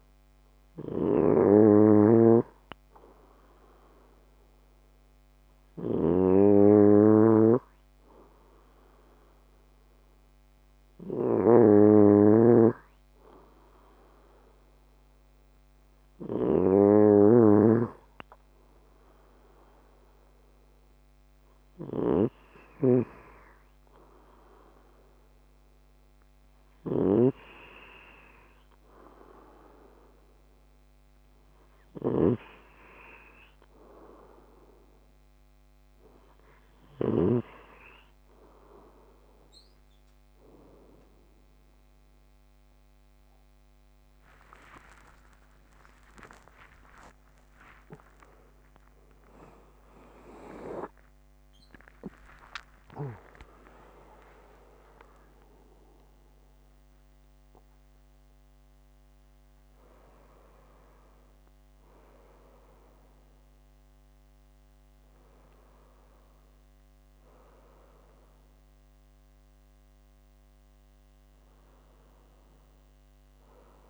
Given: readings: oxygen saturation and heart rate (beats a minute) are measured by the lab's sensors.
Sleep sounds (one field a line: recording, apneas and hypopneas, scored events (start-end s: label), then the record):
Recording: a person awake in a sleep study, by a microphone on the trachea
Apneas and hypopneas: none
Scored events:
0.00-36.50 s: snoring (device-marked)
36.00-73.90 s: new sleep stage, awake
From the record:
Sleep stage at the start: N2 (light sleep)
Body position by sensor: on the left side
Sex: male